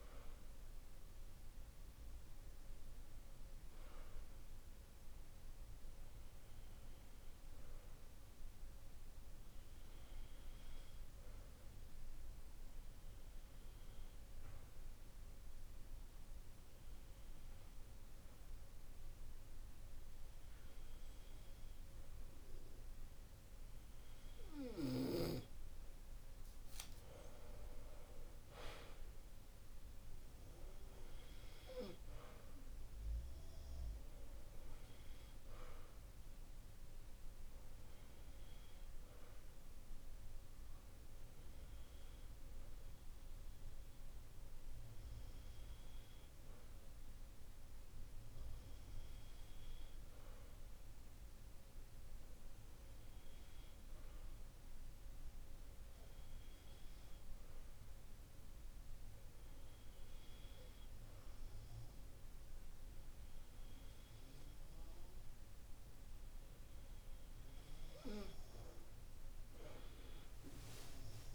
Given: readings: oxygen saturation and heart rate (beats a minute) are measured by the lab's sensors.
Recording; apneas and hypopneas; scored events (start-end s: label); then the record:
breathing in sleep, hard to hear, by a room microphone; 2
6.50-23.00 s: hypopnea (oxygen 95% before, 93% lowest, heart rate 51 before, 48 extreme, up 5 after)
27.00-31.50 s: arousal
41.50-67.00 s: hypopnea (oxygen 95% before, 93% lowest, heart rate 51 before, 50 extreme, up 13 after)
From the record:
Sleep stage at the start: N2 (light sleep); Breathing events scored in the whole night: 163 in 6.0 hours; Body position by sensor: on the back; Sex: male